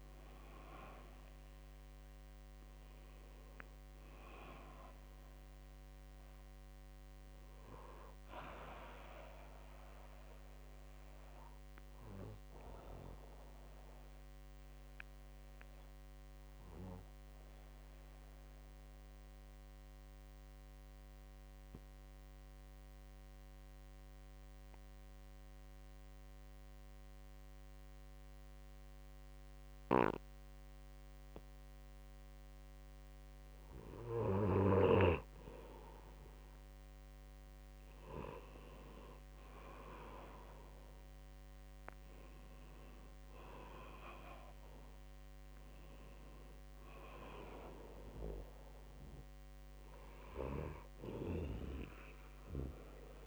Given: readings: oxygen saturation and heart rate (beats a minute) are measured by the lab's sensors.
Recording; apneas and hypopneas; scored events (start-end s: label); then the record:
breathing in sleep by a microphone on the trachea; 1
0.00-5.50 s: oxygen desaturation (device-marked, oxygen 95% lowest, heart rate 63 extreme)
14.00-32.50 s: obstructive apnea (oxygen 98% before, 94% lowest, heart rate 65 before, 64 extreme, up 2 after)
37.00-42.00 s: arousal
From the record:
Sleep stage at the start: N2 (light sleep); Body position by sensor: on the right side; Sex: male